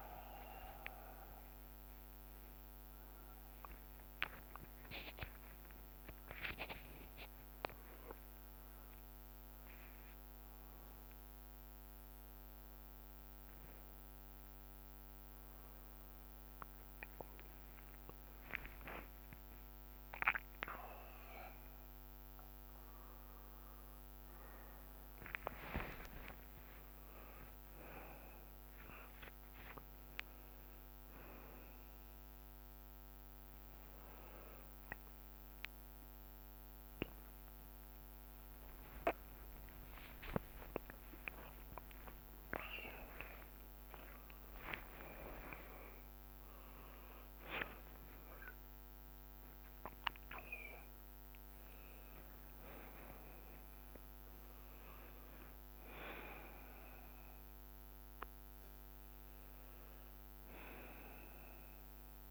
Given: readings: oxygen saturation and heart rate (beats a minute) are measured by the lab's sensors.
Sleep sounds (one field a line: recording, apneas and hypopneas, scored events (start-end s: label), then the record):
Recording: a person awake in a sleep study, by a microphone on the trachea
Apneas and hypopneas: none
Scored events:
18.50-20.50 s: long interval between heartbeats (device-marked, heart rate 64 before, 67 extreme)
36.00-38.00 s: bradycardia (device-marked, heart rate 63 before, 70 extreme)
36.50-38.50 s: long interval between heartbeats (device-marked, heart rate 65 before, 70 extreme)
39.00-52.00 s: drop in pulse transit time (device-marked, heart rate 66 before, 34 extreme)
43.00-45.00 s: long interval between heartbeats (device-marked, heart rate 64 before, 81 extreme)
47.00-51.00 s: bradycardia (device-marked, heart rate 64 before, 34 extreme)
50.50-52.50 s: long interval between heartbeats (device-marked, heart rate 66 before, 34 extreme)
52.50-54.50 s: long interval between heartbeats (device-marked, heart rate 63 before, 42 extreme)
58.00-62.31 s: oxygen desaturation (device-marked, oxygen 95% before, 91% lowest)
61.00-62.31 s: new sleep stage, N1 (lightest sleep)
From the record:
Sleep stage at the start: awake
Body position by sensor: on the back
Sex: male